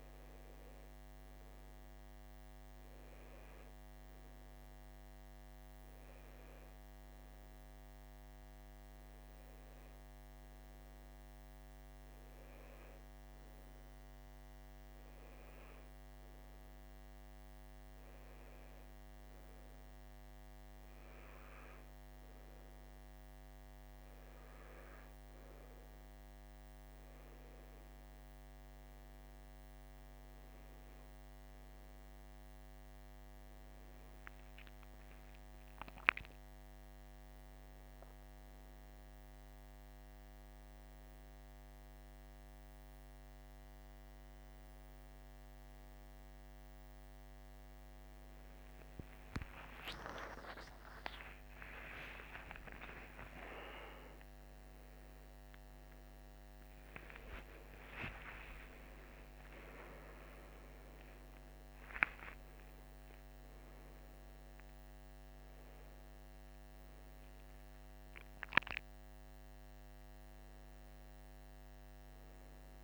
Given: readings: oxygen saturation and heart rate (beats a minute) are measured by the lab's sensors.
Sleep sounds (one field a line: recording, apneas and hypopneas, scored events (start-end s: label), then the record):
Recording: a person partly awake in a sleep study, by a microphone on the trachea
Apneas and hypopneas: none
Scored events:
38.00-68.00 s: new sleep stage, awake
68.00-72.84 s: new sleep stage, N1 (lightest sleep)
From the record:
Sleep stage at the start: N2 (light sleep)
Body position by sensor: on the right side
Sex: male